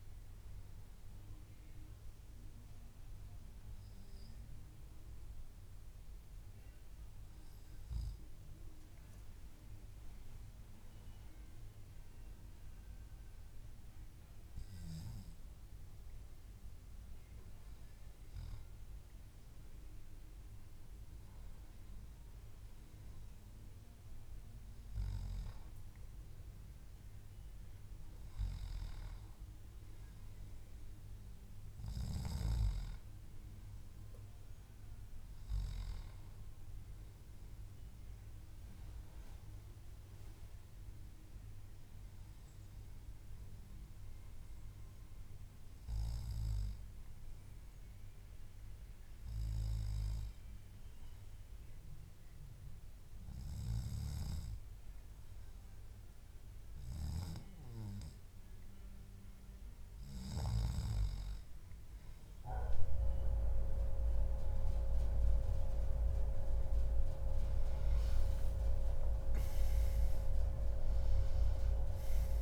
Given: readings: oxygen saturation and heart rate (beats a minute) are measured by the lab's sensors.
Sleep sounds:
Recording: breathing in sleep by a room microphone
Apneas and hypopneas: 1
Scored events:
16.00-18.00 s: long interval between heartbeats (device-marked, heart rate 146 before, 125 extreme)
18.50-20.50 s: long interval between heartbeats (device-marked, heart rate 143 before, 108 extreme)
47.50-61.50 s: obstructive apnea (oxygen 96% before, 92% lowest, heart rate 145 before, 117 extreme)
62.50-64.50 s: long interval between heartbeats (device-marked, heart rate 145 before, 135 extreme)
63.50-68.00 s: arousal
From the record:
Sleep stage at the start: N2 (light sleep)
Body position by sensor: on the back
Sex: male

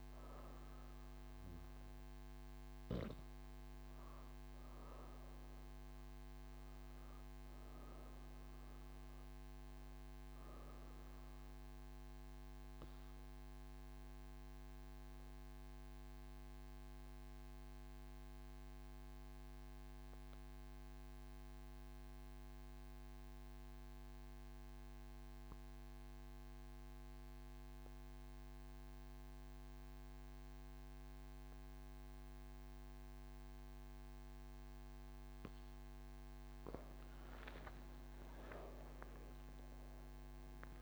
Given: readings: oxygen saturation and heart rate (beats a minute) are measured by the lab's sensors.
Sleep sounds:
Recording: breathing in sleep, hard to hear, by a microphone on the trachea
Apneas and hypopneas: none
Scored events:
none scored
From the record:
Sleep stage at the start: N3 (deep sleep)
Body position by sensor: on the right side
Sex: female

